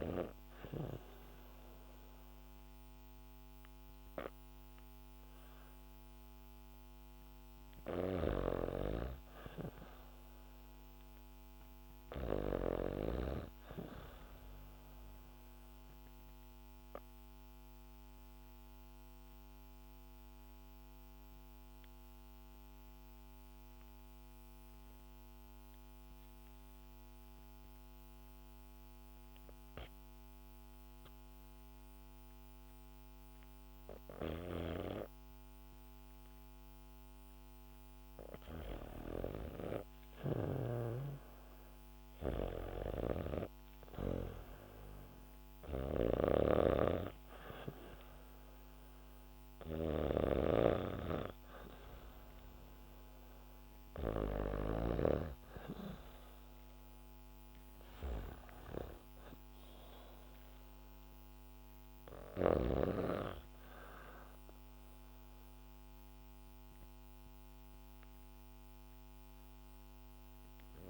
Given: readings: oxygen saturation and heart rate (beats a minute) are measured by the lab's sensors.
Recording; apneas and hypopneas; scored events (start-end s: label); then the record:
breathing in sleep by a microphone on the trachea; 1
7.50-13.00 s: snoring (device-marked)
14.50-36.00 s: obstructive apnea (oxygen 99% before, 89% lowest, heart rate 70 before, 64 extreme, up 4 after)
34.00-63.00 s: oxygen desaturation (device-marked, oxygen 97% before, 89% lowest, heart rate 69 before, 66 extreme)
36.00-39.50 s: arousal
42.50-54.50 s: snoring (device-marked)
From the record:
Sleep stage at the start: N2 (light sleep); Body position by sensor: on the back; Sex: female